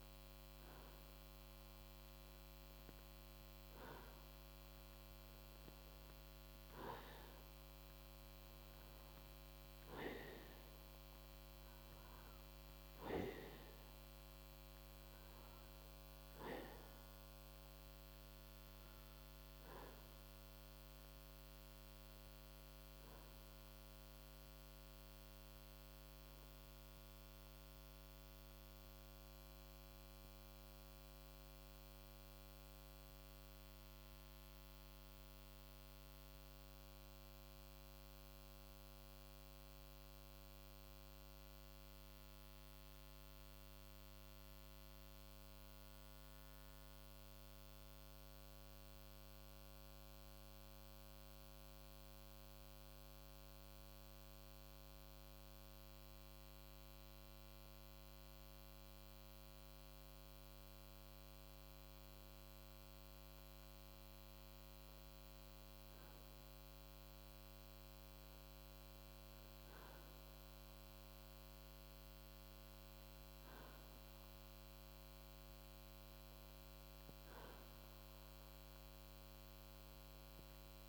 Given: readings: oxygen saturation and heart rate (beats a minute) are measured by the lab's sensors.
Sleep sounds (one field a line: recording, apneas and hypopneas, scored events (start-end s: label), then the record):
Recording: breathing in sleep, hard to hear, by a microphone on the trachea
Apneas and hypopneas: 1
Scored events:
38.00-53.50 s: central apnea (oxygen 94% before, 91% lowest, heart rate 55 before, 50 extreme, up 4 after)
56.00-59.00 s: arousal
70.00-78.00 s: oxygen desaturation (device-marked, oxygen 95% before, 93% lowest, heart rate 52 before, 53 extreme)
From the record:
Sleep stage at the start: N2 (light sleep)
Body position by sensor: on the right side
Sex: male